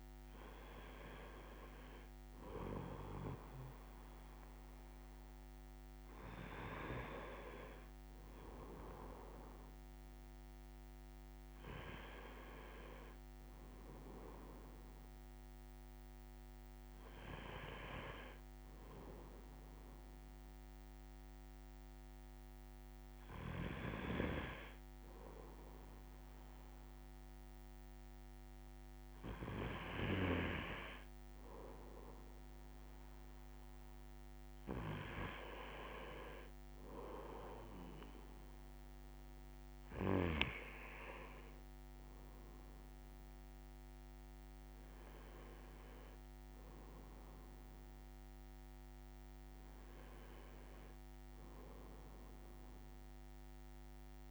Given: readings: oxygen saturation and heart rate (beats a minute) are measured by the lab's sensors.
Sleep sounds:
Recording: breathing in sleep by a microphone on the trachea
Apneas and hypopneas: none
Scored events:
none scored
From the record:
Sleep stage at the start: N2 (light sleep)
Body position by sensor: on the right side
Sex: male

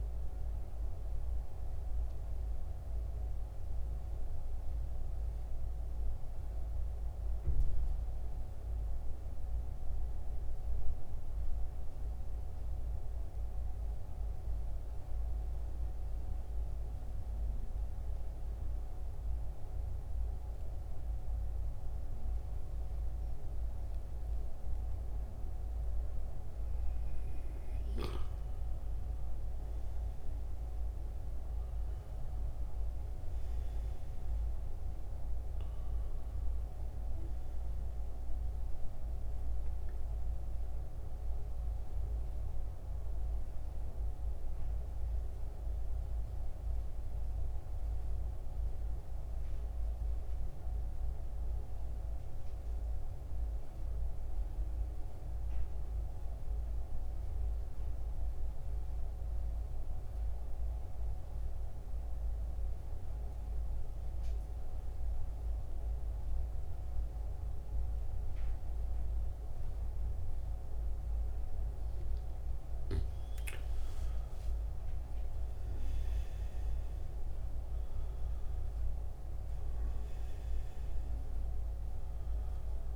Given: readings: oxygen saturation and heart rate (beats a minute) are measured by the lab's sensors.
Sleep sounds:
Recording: breathing in sleep, hard to hear, by a room microphone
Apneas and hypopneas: 2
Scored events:
7.00-10.50 s: arousal
14.00-28.00 s: hypopnea (oxygen 97% before, 89% lowest, heart rate 73 before, 68 extreme, up 12 after)
28.00-61.00 s: oxygen desaturation (device-marked, oxygen 96% before, 89% lowest, heart rate 70 before, 66 extreme)
28.50-32.50 s: arousal
57.50-70.00 s: central apnea (oxygen 94% before, 88% lowest, heart rate 76 before, 66 extreme, up 11 after)
73.50-77.50 s: arousal
79.00-82.96 s: oxygen desaturation (device-marked, oxygen 96% before, 88% lowest, heart rate 69 before, 65 extreme)
From the record:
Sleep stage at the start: N2 (light sleep)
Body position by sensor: on the back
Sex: male

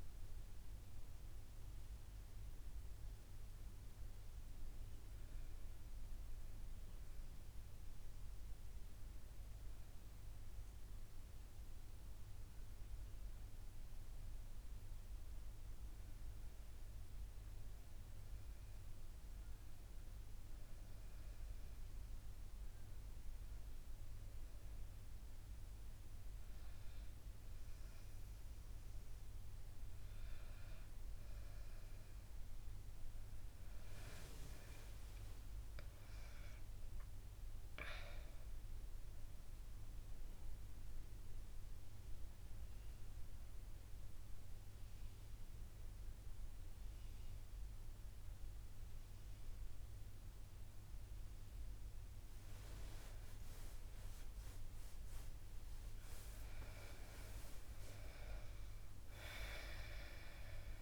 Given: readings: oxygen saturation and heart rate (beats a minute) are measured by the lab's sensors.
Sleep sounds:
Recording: breathing in sleep by a room microphone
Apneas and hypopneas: 2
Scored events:
0.50-30.50 s: new sleep stage, N2 (light sleep)
20.00-32.50 s: obstructive apnea (oxygen 100% before, 95% lowest, heart rate 72 before, 67 extreme, up 6 after)
30.50-60.82 s: new sleep stage, N1 (lightest sleep)
34.50-37.50 s: arousal
40.00-52.00 s: hypopnea (oxygen 100% before, 95% lowest, heart rate 72 before, 67 extreme, up 14 after)
53.50-57.00 s: arousal
From the record:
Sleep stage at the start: N1 (lightest sleep)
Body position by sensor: on the back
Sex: female

